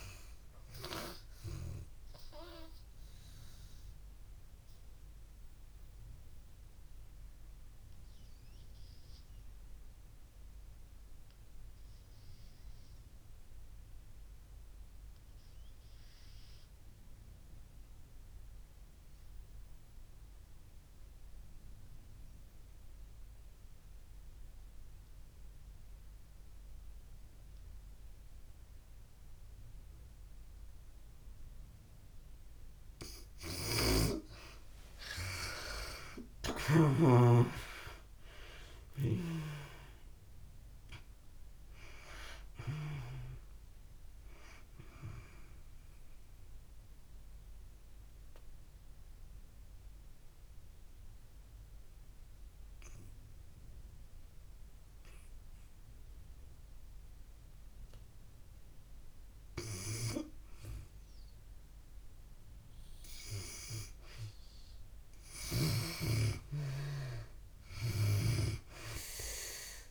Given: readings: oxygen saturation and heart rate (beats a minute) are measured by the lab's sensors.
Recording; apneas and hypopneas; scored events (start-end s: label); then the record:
breathing in sleep by a room microphone; 2
1.00-23.00 s: oxygen desaturation (device-marked, oxygen 94% before, 77% lowest)
1.00-32.00 s: obstructive apnea (oxygen 95% before, 66% lowest)
25.00-68.00 s: oxygen desaturation (device-marked, oxygen 93% before, 66% lowest)
34.50-38.00 s: arousal
46.00-60.00 s: obstructive apnea (oxygen 93% before, 66% lowest)
63.00-66.50 s: arousal
From the record:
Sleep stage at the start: N2 (light sleep); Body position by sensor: on the back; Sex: female